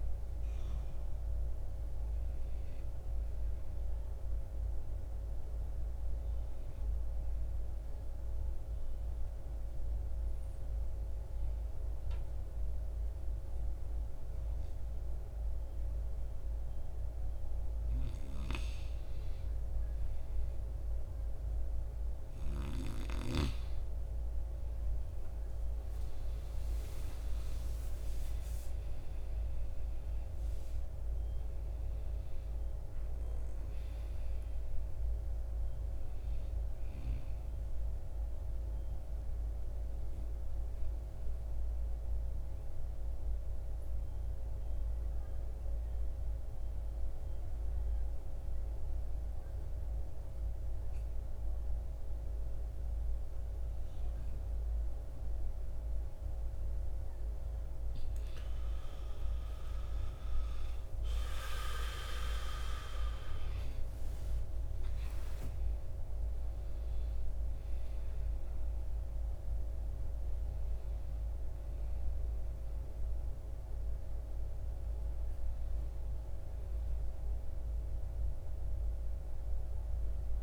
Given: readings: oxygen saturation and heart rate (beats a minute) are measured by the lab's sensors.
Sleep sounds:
breathing in sleep, hard to hear, by a room microphone; 2
0.00-13.00 s: oxygen desaturation (device-marked, oxygen 89% lowest, heart rate 53 extreme)
4.00-17.00 s: obstructive apnea (oxygen 98% before, 88% lowest, heart rate 60 before, 53 extreme, up 5 after)
19.50-23.50 s: arousal
27.00-50.00 s: oxygen desaturation (device-marked, oxygen 97% before, 92% lowest, heart rate 55 before, 51 extreme)
37.50-57.50 s: obstructive apnea (oxygen 97% before, 87% lowest, heart rate 60 before, 51 extreme, up 16 after)
58.50-64.00 s: arousal
59.00-80.43 s: oxygen desaturation (device-marked, oxygen 97% before, 87% lowest, heart rate 54 before, 50 extreme)
From the record:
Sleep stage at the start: N2 (light sleep); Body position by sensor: on the back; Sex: male

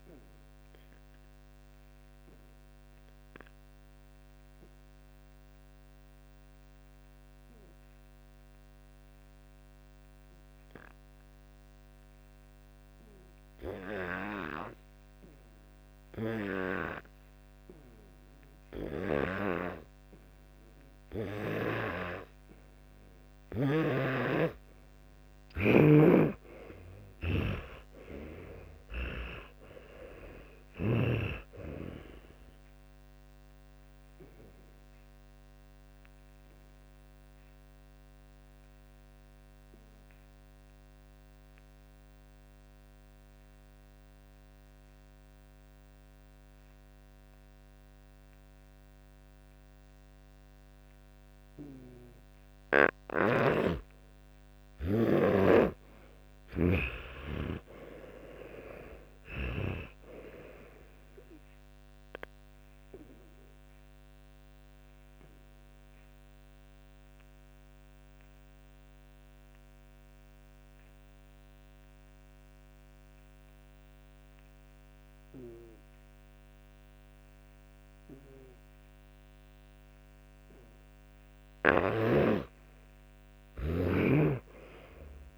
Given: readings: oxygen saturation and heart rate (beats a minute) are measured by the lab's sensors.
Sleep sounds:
breathing in sleep by a microphone on the trachea; 3
2.50-14.50 s: obstructive apnea (oxygen 96% before, 86% lowest, heart rate 71 before, 54 extreme, up 0 after)
21.50-26.50 s: oxygen desaturation (device-marked, oxygen 96% before, 92% lowest, heart rate 58 before, 55 extreme)
26.00-30.50 s: arousal
36.50-66.50 s: oxygen desaturation (device-marked, oxygen 98% before, 86% lowest, heart rate 75 before, 58 extreme)
38.50-52.00 s: obstructive apnea (oxygen 98% before, 86% lowest, heart rate 75 before, 58 extreme, up 29 after)
53.00-57.00 s: snoring (device-marked)
54.00-58.50 s: arousal
65.50-79.00 s: obstructive apnea (oxygen 97% before, 90% lowest, heart rate 68 before, 58 extreme, up 18 after)
81.50-85.38 s: arousal
83.50-85.38 s: oxygen desaturation (device-marked, oxygen 99% before, 96% lowest, heart rate 66 before, 58 extreme)
84.00-85.38 s: snoring (device-marked)
From the record:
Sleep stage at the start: N2 (light sleep); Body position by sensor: on the back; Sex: male

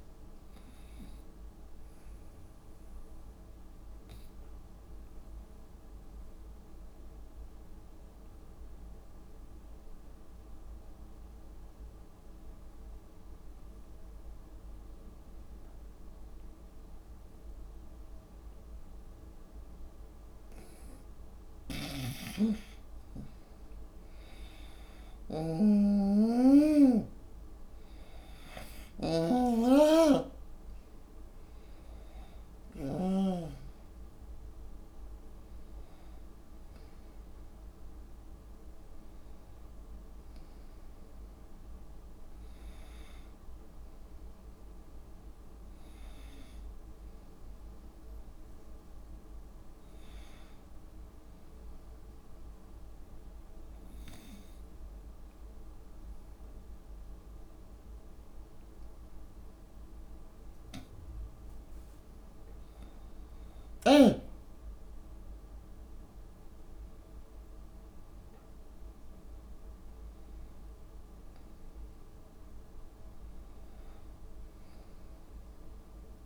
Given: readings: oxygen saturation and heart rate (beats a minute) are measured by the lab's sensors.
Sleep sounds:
breathing in sleep by a room microphone; 2
0.00-2.50 s: oxygen desaturation (device-marked, oxygen 90% lowest, heart rate 63 extreme)
2.50-21.00 s: obstructive apnea (oxygen 96% before, 85% lowest, heart rate 68 before, 63 extreme, up 12 after)
21.50-50.50 s: oxygen desaturation (device-marked, oxygen 97% before, 85% lowest, heart rate 68 before, 63 extreme)
22.00-33.00 s: snoring (device-marked)
24.00-29.00 s: arousal
52.00-62.00 s: obstructive apnea (oxygen 97% before, 94% lowest, heart rate 66 before, 59 extreme, up 25 after)
64.50-66.50 s: long interval between heartbeats (device-marked, heart rate 67 before, 88 extreme)
65.00-69.50 s: arousal
From the record:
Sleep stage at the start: N2 (light sleep); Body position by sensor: on the right side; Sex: female

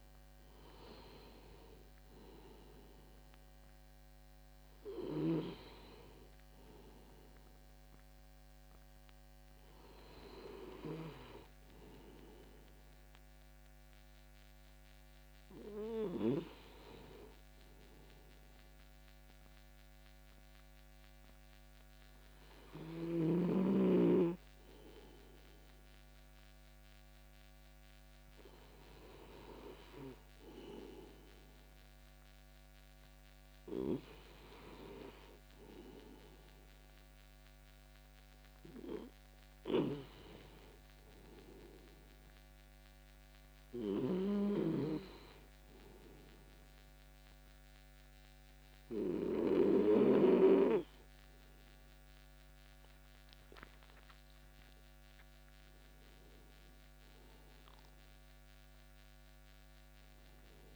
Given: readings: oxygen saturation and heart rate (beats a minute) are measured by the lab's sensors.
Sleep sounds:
breathing in sleep by a microphone on the trachea; none
0.00-22.00 s: oxygen desaturation (device-marked, oxygen 94% lowest, heart rate 48 extreme)
53.00-57.00 s: arousal
From the record:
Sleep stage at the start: N2 (light sleep); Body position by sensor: on the back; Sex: male

